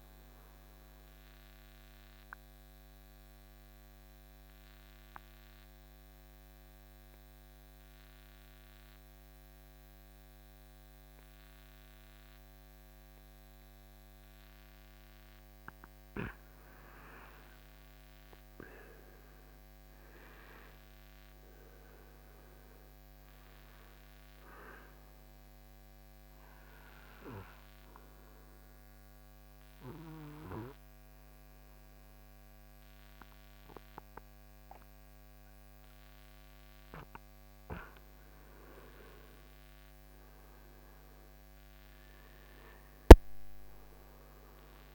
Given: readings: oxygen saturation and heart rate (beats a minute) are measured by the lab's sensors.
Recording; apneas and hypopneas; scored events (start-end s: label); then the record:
breathing in sleep by a microphone on the trachea; 2
5.50-18.00 s: obstructive apnea (oxygen 98% before, 92% lowest, heart rate 69 before, 68 extreme, up 8 after)
23.50-26.50 s: arousal
29.00-39.00 s: obstructive apnea (oxygen 96% before, 92% lowest, heart rate 71 before, 68 extreme, up 6 after)
40.50-44.00 s: arousal
41.50-44.95 s: oxygen desaturation (device-marked, oxygen 95% before, 92% lowest, heart rate 72 before, 65 extreme)
From the record:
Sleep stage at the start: N2 (light sleep); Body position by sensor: on the front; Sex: male